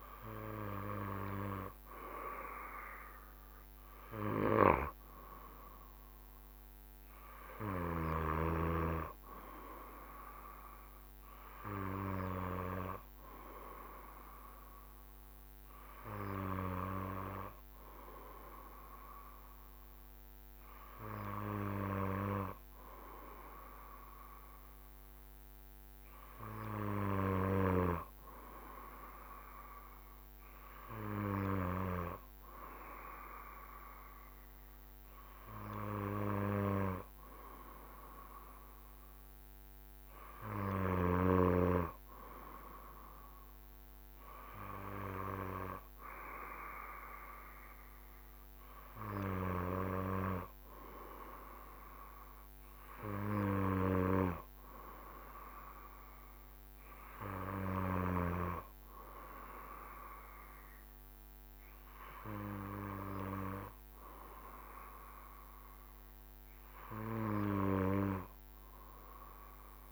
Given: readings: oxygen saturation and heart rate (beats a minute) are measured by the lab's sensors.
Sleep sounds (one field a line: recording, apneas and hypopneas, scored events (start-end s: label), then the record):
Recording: breathing in sleep by a microphone on the trachea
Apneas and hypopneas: none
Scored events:
none scored
From the record:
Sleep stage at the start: N2 (light sleep)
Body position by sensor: on the back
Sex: male